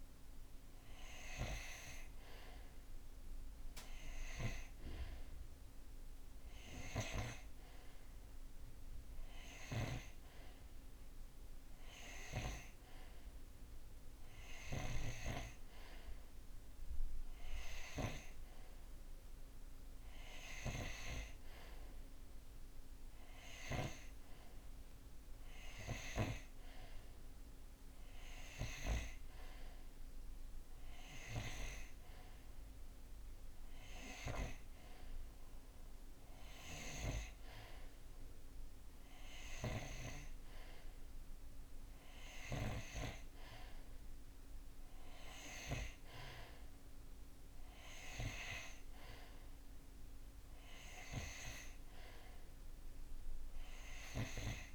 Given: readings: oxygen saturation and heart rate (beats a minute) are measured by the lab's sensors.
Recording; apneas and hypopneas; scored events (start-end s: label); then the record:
breathing in sleep by a room microphone; none
none scored
From the record:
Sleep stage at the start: N2 (light sleep); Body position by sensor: on the right side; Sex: male